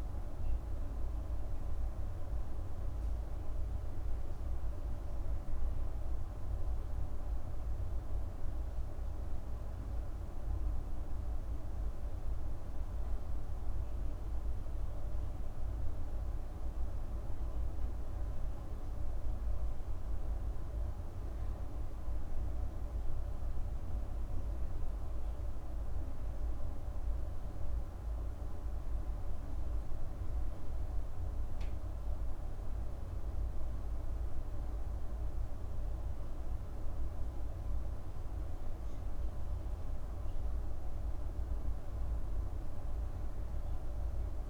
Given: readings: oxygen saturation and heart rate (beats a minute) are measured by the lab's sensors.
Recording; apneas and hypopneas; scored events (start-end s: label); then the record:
a person partly awake in a sleep study, hard to hear, by a room microphone; none
5.50-44.49 s: new sleep stage, N2 (light sleep)
From the record:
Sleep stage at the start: awake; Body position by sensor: on the back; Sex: female